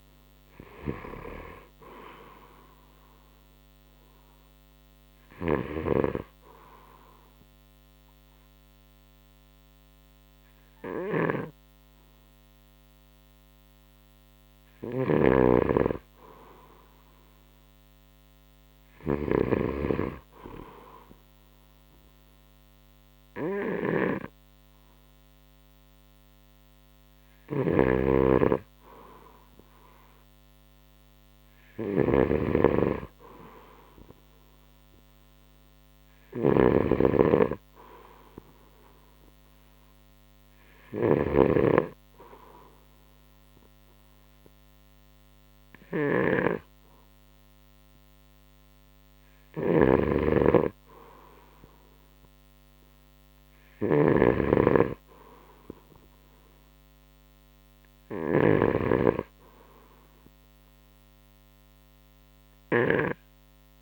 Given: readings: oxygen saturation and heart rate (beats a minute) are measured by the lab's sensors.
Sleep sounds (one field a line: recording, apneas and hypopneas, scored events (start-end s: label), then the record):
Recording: breathing in sleep by a microphone on the trachea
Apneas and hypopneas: 1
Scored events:
0.00-7.50 s: drop in pulse transit time (device-marked, heart rate 67 extreme)
6.50-16.50 s: obstructive apnea (oxygen 94% before, 90% lowest, heart rate 73 before, 63 extreme, up 13 after)
8.50-22.50 s: oxygen desaturation (device-marked, oxygen 94% before, 90% lowest, heart rate 72 before, 64 extreme)
11.00-19.50 s: snoring (device-marked)
20.00-23.50 s: arousal
24.50-37.50 s: oxygen desaturation (device-marked, oxygen 97% before, 92% lowest, heart rate 67 before, 65 extreme)
27.50-59.00 s: snoring (device-marked)
39.50-50.50 s: oxygen desaturation (device-marked, oxygen 94% before, 91% lowest, heart rate 70 before, 66 extreme)
62.50-63.82 s: oxygen desaturation (device-marked, oxygen 94% before, 91% lowest, heart rate 68 before, 68 extreme)
From the record:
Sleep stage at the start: N2 (light sleep)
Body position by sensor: on the right side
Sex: male